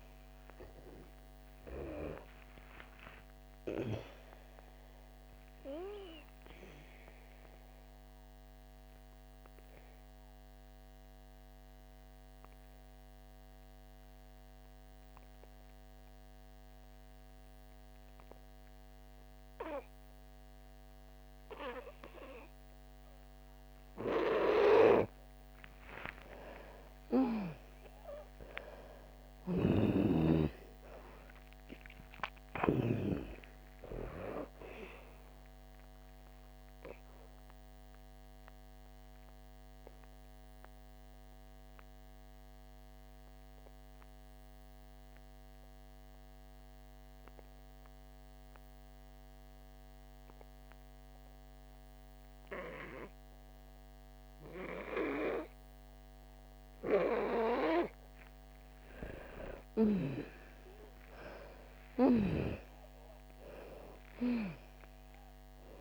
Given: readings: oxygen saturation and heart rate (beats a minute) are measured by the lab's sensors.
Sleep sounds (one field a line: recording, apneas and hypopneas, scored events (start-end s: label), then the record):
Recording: breathing in sleep by a microphone on the trachea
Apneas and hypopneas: 2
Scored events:
0.00-26.00 s: oxygen desaturation (device-marked, oxygen 88% lowest, heart rate 53 extreme)
7.50-26.50 s: obstructive apnea (oxygen 98% before, 88% lowest, heart rate 72 before, 53 extreme, up 17 after)
28.00-32.50 s: arousal
37.00-57.00 s: oxygen desaturation (device-marked, oxygen 98% before, 88% lowest, heart rate 67 before, 53 extreme)
37.00-59.00 s: mixed apnea (oxygen 98% before, 88% lowest, heart rate 67 before, 53 extreme, up 16 after)
62.50-65.81 s: arousal
From the record:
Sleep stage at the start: N2 (light sleep)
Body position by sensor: on the back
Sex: female